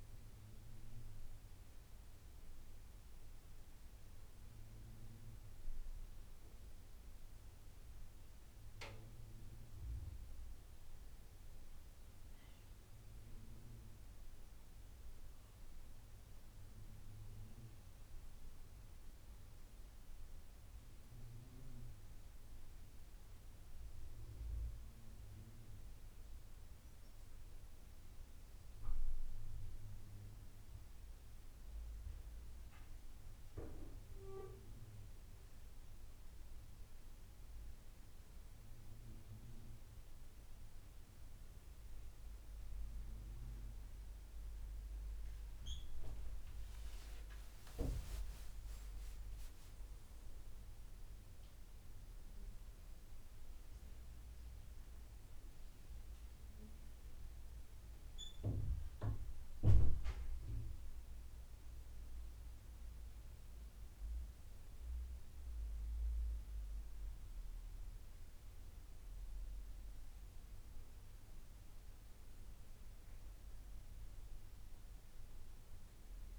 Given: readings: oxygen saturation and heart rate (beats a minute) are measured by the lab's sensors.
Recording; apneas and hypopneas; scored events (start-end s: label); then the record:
a person partly awake in a sleep study, by a room microphone; 1
2.00-12.00 s: hypopnea (oxygen 98% before, 92% lowest, heart rate 83 before, 76 extreme, up 7 after)
9.00-32.00 s: oxygen desaturation (device-marked, oxygen 97% before, 92% lowest, heart rate 84 before, 79 extreme)
14.00-18.50 s: arousal
39.00-69.00 s: new sleep stage, awake
69.00-76.39 s: new sleep stage, N1 (lightest sleep)
From the record:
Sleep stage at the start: N2 (light sleep); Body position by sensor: on the back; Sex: male